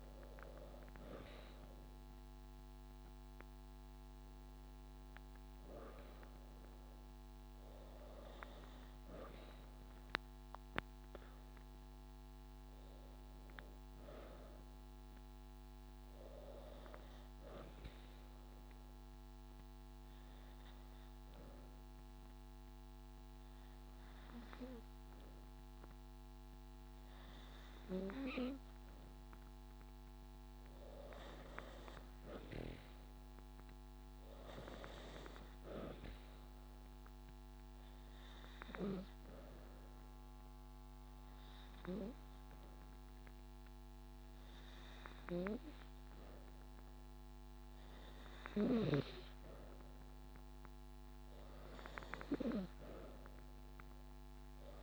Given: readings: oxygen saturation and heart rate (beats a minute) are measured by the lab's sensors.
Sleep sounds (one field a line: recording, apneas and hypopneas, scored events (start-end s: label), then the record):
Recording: breathing in sleep by a microphone on the trachea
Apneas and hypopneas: 2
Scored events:
1.00-7.00 s: drop in pulse transit time (device-marked)
1.50-3.50 s: long interval between heartbeats (device-marked)
4.50-6.50 s: long interval between heartbeats (device-marked)
12.50-16.00 s: arousal
18.00-30.00 s: hypopnea (oxygen 95% before, 93% lowest)
32.00-35.50 s: arousal
37.50-50.00 s: hypopnea (oxygen 96% before, 92% lowest)
52.50-54.83 s: arousal
From the record:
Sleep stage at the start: N2 (light sleep)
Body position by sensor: on the back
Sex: female